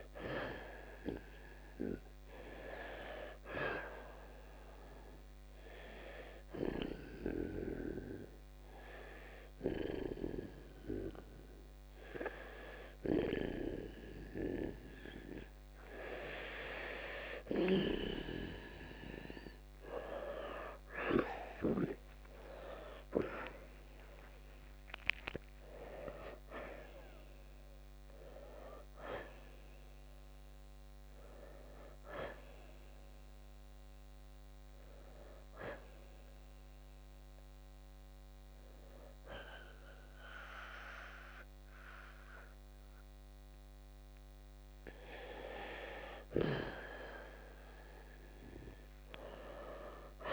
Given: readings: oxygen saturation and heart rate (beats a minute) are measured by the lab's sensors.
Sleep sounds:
breathing in sleep by a microphone on the trachea; 2
4.00-14.00 s: hypopnea (oxygen 92% before, 86% lowest, heart rate 70 before, 65 extreme, up 6 after)
11.50-27.50 s: oxygen desaturation (device-marked, oxygen 93% before, 90% lowest, heart rate 70 before, 64 extreme)
19.50-23.50 s: arousal
29.50-36.50 s: oxygen desaturation (device-marked, oxygen 91% before, 86% lowest, heart rate 69 before, 64 extreme)
34.00-45.00 s: hypopnea (oxygen 93% before, 85% lowest, heart rate 71 before, 61 extreme, up 4 after)
38.50-50.33 s: oxygen desaturation (device-marked, oxygen 91% before, 86% lowest, heart rate 72 before, 58 extreme)
From the record:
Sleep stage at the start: N2 (light sleep); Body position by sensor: on the back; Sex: male

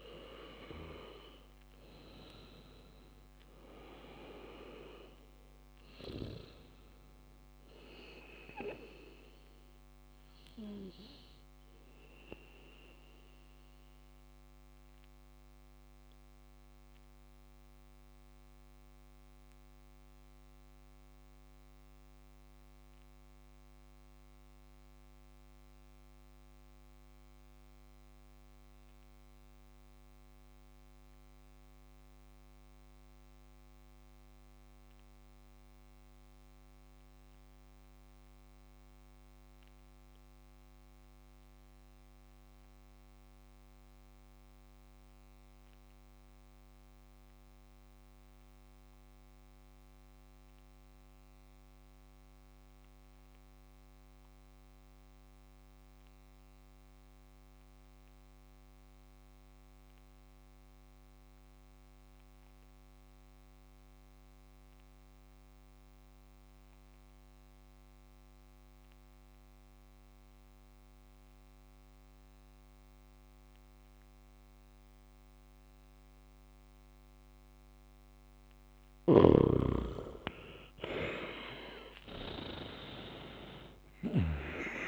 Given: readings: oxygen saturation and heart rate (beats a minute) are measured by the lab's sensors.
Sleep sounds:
breathing in sleep by a microphone on the trachea; 1
0.00-13.50 s: oxygen desaturation (device-marked, oxygen 94% lowest, heart rate 54 extreme)
12.50-79.50 s: mixed apnea (oxygen 98% before, 92% lowest, heart rate 62 before, 47 extreme, up 28 after)
From the record:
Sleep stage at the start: REM sleep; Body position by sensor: on the back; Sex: male

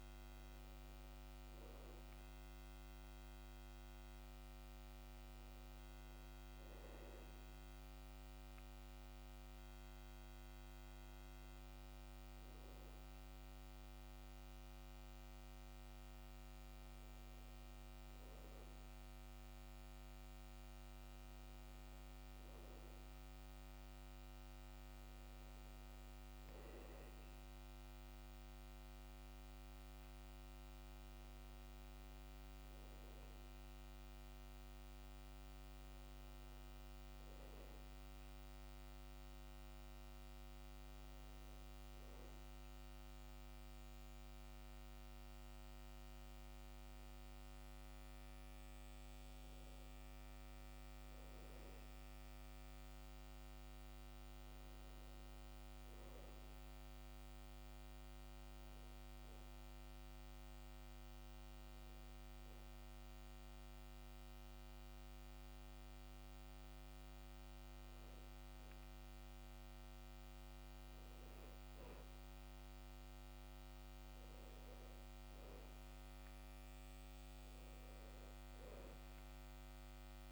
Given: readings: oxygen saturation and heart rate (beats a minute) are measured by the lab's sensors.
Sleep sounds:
breathing in sleep, hard to hear, by a microphone on the trachea; none
78.00-80.32 s: arousal
From the record:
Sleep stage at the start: N2 (light sleep); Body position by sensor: on the back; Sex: male

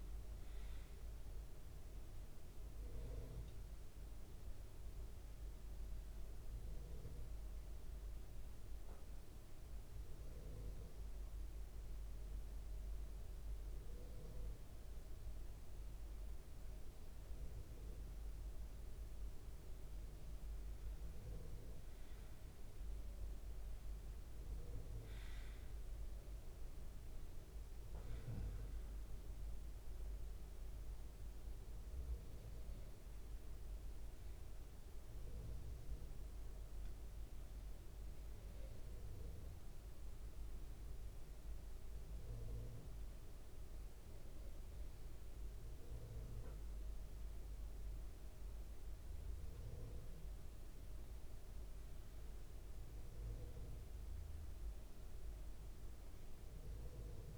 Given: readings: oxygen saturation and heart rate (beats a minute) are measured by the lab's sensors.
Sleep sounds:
a person awake in a sleep study, hard to hear, by a room microphone; none
28.00-43.00 s: oxygen desaturation (device-marked, oxygen 96% before, 90% lowest, heart rate 76 before, 77 extreme)
From the record:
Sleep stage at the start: awake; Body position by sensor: on the right side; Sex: male

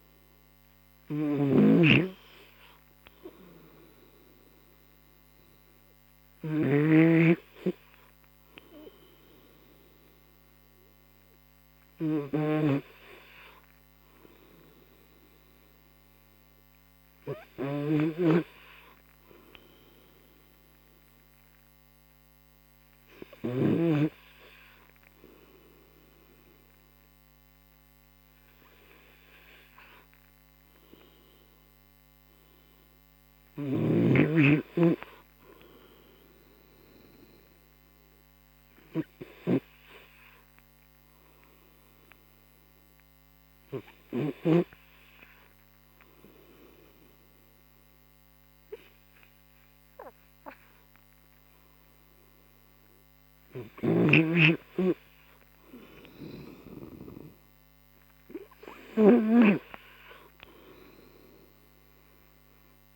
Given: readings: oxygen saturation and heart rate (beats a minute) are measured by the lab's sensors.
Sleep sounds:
breathing in sleep by a microphone on the trachea; 1
0.00-7.00 s: snoring (device-marked)
17.50-24.00 s: snoring (device-marked)
39.00-55.50 s: hypopnea (oxygen 93% before, 89% lowest, heart rate 62 before, 36 extreme, up 19 after)
57.00-60.00 s: arousal
60.00-62.96 s: oxygen desaturation (device-marked, oxygen 93% before, 89% lowest, heart rate 57 before, 38 extreme)
From the record:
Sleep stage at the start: N3 (deep sleep); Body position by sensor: on the right side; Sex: male

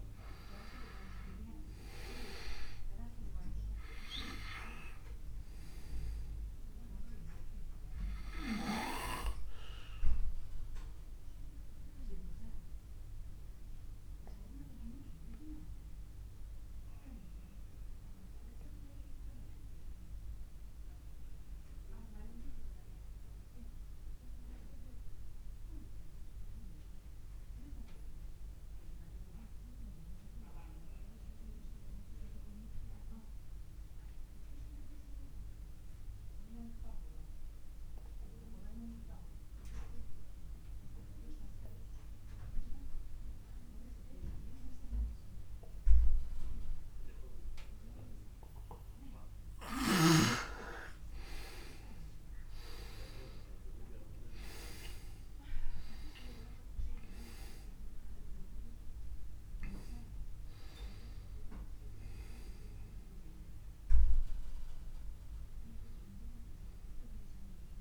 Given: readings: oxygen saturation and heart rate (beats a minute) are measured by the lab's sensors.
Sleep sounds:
breathing in sleep by a room microphone; 1
0.00-1.00 s: arousal
1.00-30.00 s: oxygen desaturation (device-marked, oxygen 99% before, 92% lowest)
10.00-49.50 s: obstructive apnea (oxygen 99% before, 85% lowest)
44.00-67.81 s: oxygen desaturation (device-marked, oxygen 99% before, 85% lowest)
52.00-55.50 s: arousal
From the record:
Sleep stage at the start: N2 (light sleep); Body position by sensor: on the back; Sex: male

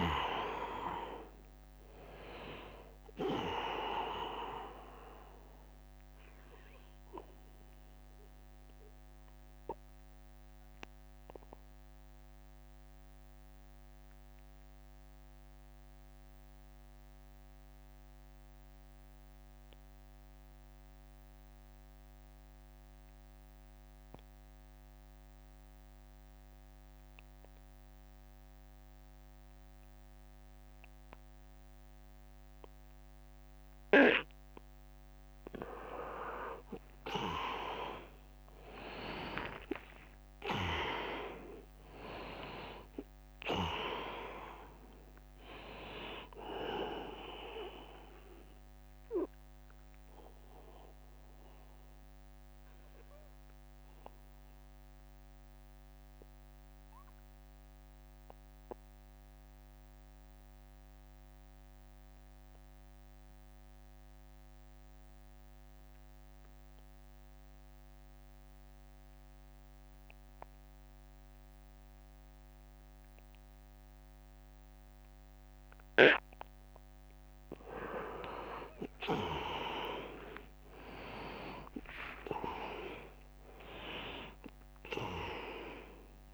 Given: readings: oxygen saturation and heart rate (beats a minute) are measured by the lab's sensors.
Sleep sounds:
breathing in sleep by a microphone on the trachea; 2
0.00-6.00 s: drop in pulse transit time (device-marked, heart rate 72 extreme)
0.00-19.00 s: oxygen desaturation (device-marked, oxygen 82% lowest, heart rate 64 extreme)
9.50-34.00 s: mixed apnea (oxygen 100% before, 82% lowest, heart rate 81 before, 66 extreme, up 16 after)
32.00-63.00 s: oxygen desaturation (device-marked, oxygen 100% before, 82% lowest, heart rate 69 before, 68 extreme)
37.00-41.00 s: arousal
38.00-52.00 s: drop in pulse transit time (device-marked, heart rate 71 before, 79 extreme)
49.00-77.00 s: obstructive apnea (oxygen 100% before, 80% lowest, heart rate 81 before, 68 extreme, up 6 after)
52.50-54.50 s: long interval between heartbeats (device-marked, heart rate 84 before, 78 extreme)
75.00-86.34 s: oxygen desaturation (device-marked, oxygen 100% before, 80% lowest, heart rate 74 before, 70 extreme)
78.50-84.00 s: arousal
82.00-86.34 s: drop in pulse transit time (device-marked, heart rate 75 before, 72 extreme)
From the record:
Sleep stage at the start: N2 (light sleep); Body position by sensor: on the back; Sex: male

